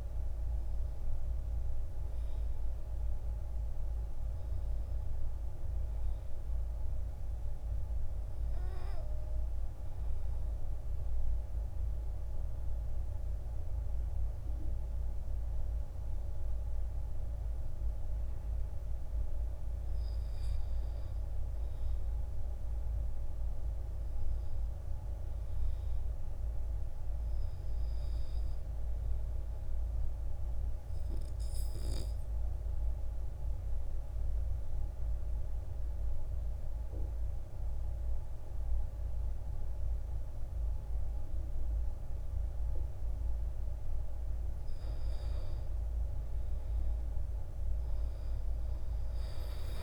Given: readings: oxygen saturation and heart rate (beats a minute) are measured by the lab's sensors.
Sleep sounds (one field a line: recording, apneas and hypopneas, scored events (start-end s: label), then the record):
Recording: breathing in sleep, hard to hear, by a room microphone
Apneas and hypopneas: 2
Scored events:
10.00-21.00 s: obstructive apnea (oxygen 98% before, 90% lowest, heart rate 61 before, 56 extreme, up 4 after)
22.50-26.00 s: arousal
32.50-45.00 s: obstructive apnea (oxygen 97% before, 90% lowest, heart rate 58 before, 58 extreme, up 9 after)
34.00-46.00 s: oxygen desaturation (device-marked, oxygen 97% before, 93% lowest, heart rate 59 before, 58 extreme)
47.00-49.83 s: arousal
From the record:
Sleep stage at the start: N2 (light sleep)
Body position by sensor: on the back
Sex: male